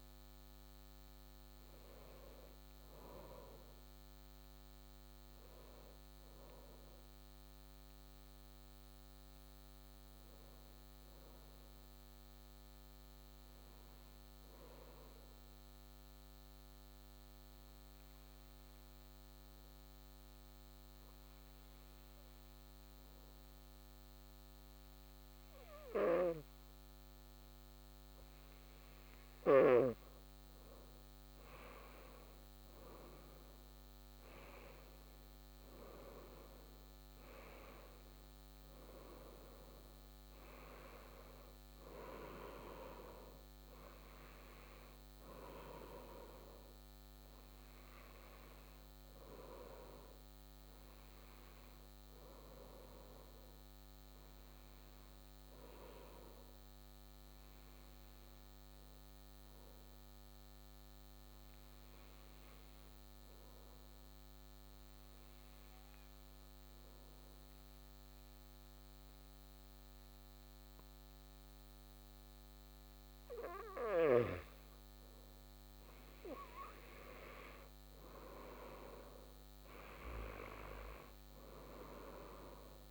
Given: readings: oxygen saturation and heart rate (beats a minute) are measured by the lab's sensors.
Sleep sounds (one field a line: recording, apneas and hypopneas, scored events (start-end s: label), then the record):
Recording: breathing in sleep by a microphone on the trachea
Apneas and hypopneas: 2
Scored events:
0.00-7.00 s: oxygen desaturation (device-marked, oxygen 92% lowest, heart rate 104 extreme)
10.50-28.50 s: obstructive apnea (oxygen 95% before, 94% lowest, heart rate 132 before, 85 extreme)
30.00-36.00 s: arousal
55.50-74.50 s: obstructive apnea (oxygen 97% before, 94% lowest, heart rate 124 before, 32 extreme, up 44 after)
76.00-80.00 s: arousal
From the record:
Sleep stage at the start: N2 (light sleep)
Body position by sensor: on the back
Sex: male